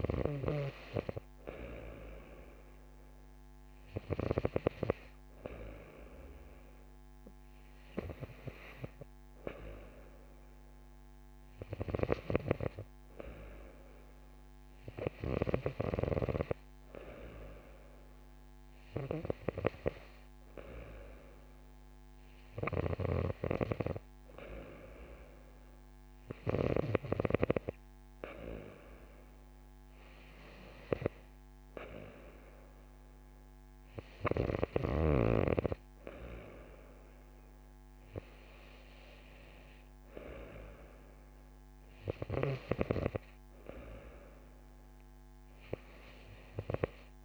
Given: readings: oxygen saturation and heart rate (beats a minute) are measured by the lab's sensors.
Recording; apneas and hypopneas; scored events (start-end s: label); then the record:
breathing in sleep by a microphone on the trachea; none
none scored
From the record:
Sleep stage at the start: N2 (light sleep); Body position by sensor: on the right side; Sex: female